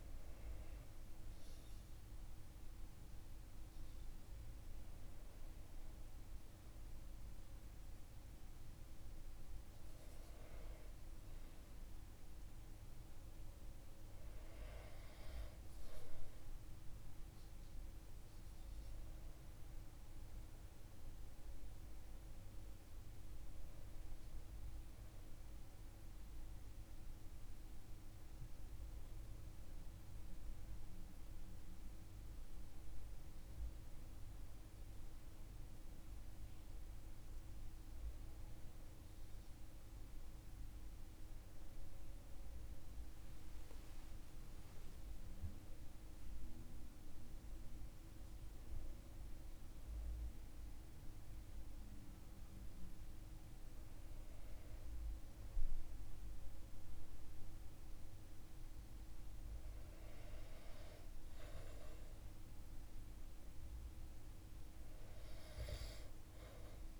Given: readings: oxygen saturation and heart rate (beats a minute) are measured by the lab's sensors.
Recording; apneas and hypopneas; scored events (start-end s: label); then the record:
breathing in sleep, hard to hear, by a room microphone; none
64.00-67.00 s: new sleep stage, N2 (light sleep)
From the record:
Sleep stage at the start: N1 (lightest sleep); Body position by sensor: on the back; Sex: male